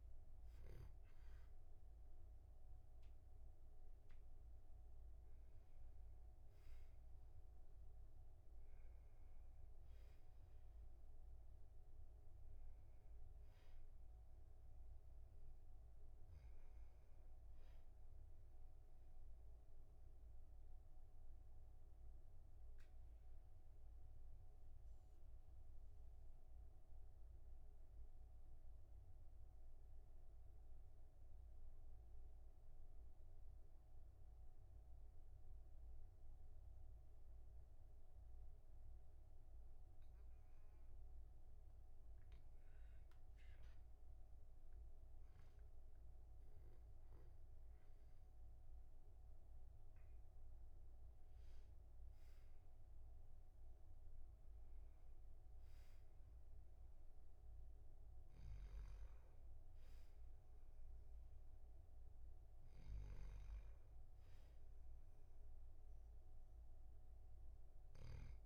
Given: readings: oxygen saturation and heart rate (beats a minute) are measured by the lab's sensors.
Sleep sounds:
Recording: breathing in sleep, hard to hear, by a room microphone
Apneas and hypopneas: 1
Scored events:
0.00-1.50 s: arousal
11.00-36.00 s: oxygen desaturation (device-marked, oxygen 98% before, 95% lowest, heart rate 49 before, 37 extreme)
19.00-42.00 s: obstructive apnea (oxygen 99% before, 95% lowest, heart rate 51 before, 37 extreme, up 11 after)
45.00-49.00 s: arousal
From the record:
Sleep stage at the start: N2 (light sleep)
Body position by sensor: on the back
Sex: male

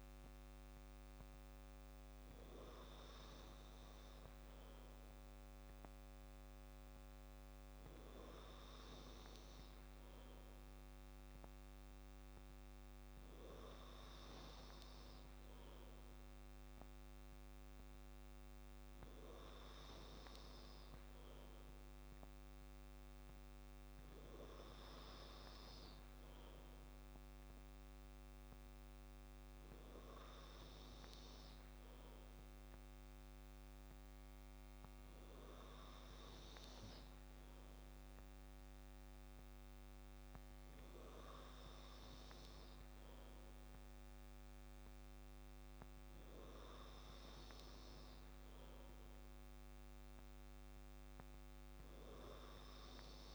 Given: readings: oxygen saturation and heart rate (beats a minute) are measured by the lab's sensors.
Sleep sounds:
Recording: breathing in sleep, hard to hear, by a microphone on the trachea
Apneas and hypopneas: none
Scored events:
none scored
From the record:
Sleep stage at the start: N2 (light sleep)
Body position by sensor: on the back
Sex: male

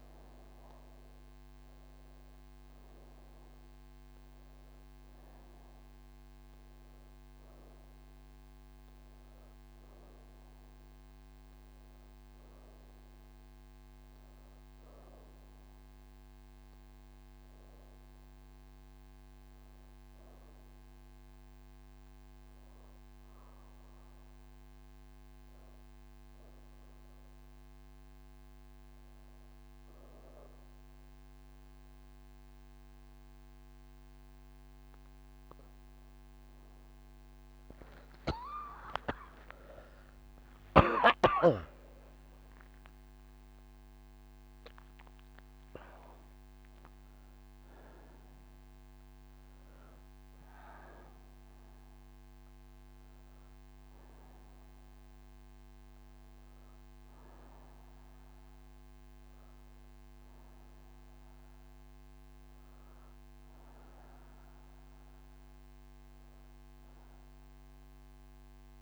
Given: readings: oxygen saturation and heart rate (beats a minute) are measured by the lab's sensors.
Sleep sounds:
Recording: breathing in sleep by a microphone on the trachea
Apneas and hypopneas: none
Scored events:
12.00-32.00 s: oxygen desaturation (device-marked, oxygen 96% before, 90% lowest)
From the record:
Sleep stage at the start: N3 (deep sleep)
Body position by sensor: on the right side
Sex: female

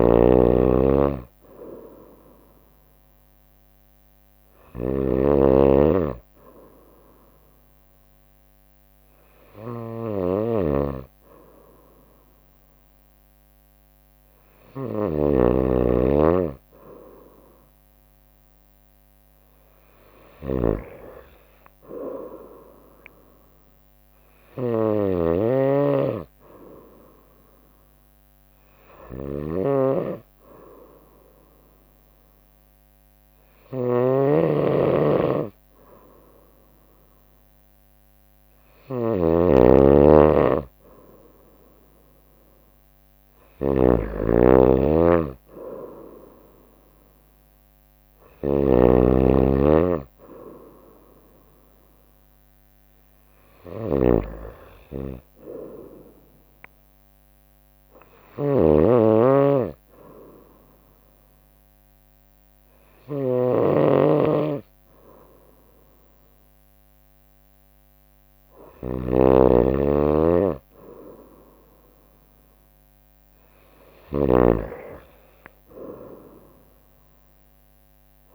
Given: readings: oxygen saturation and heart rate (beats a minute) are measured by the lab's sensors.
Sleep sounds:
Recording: breathing in sleep by a microphone on the trachea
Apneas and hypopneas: none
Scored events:
0.00-78.35 s: snoring (device-marked)
From the record:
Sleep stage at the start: N2 (light sleep)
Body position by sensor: on the right side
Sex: female

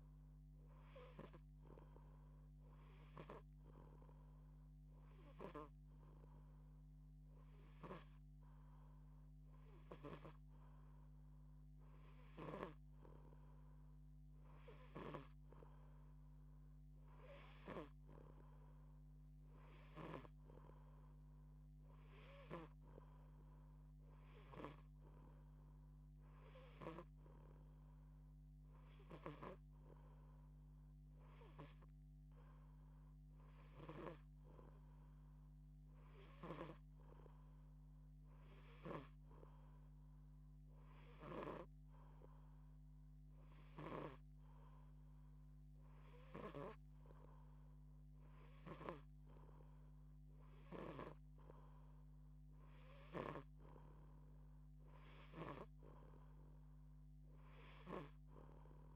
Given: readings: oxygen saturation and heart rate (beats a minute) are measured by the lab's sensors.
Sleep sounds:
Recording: breathing in sleep by a microphone on the trachea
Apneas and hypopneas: none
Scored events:
12.00-17.50 s: snoring (device-marked)
19.50-33.50 s: snoring (device-marked)
48.00-57.50 s: snoring (device-marked)
From the record:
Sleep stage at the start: N2 (light sleep)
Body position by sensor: on the back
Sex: female

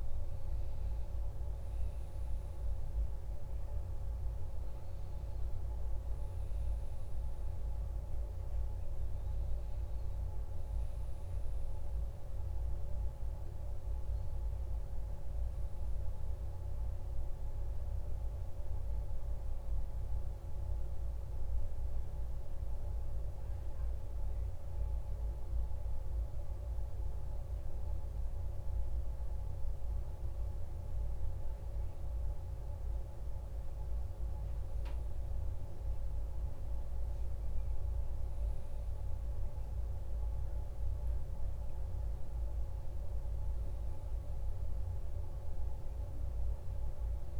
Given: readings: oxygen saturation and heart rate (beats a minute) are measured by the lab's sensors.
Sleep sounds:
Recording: a person partly awake in a sleep study, hard to hear, by a room microphone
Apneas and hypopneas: none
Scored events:
9.50-47.40 s: new sleep stage, N1 (lightest sleep)
39.50-43.00 s: arousal
From the record:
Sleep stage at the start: awake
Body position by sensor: on the back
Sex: male

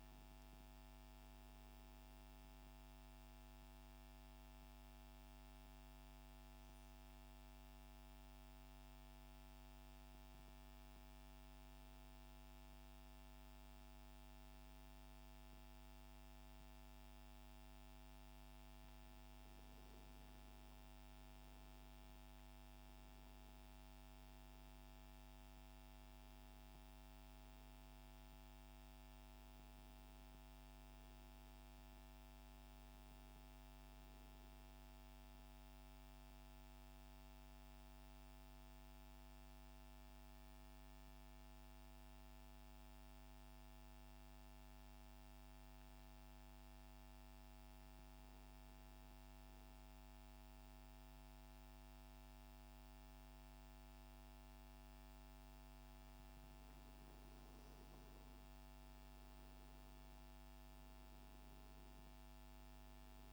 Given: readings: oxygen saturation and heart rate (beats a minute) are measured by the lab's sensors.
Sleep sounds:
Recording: breathing in sleep, hard to hear, by a microphone on the trachea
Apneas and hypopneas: 2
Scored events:
4.00-19.00 s: hypopnea (oxygen 98% before, 94% lowest, heart rate 111 before, 58 extreme)
21.00-25.50 s: arousal
35.50-48.50 s: central apnea (oxygen 97% before, 93% lowest, heart rate 121 before, 59 extreme, up 5 after)
52.50-58.00 s: arousal
From the record:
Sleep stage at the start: N2 (light sleep)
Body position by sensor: on the right side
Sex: male

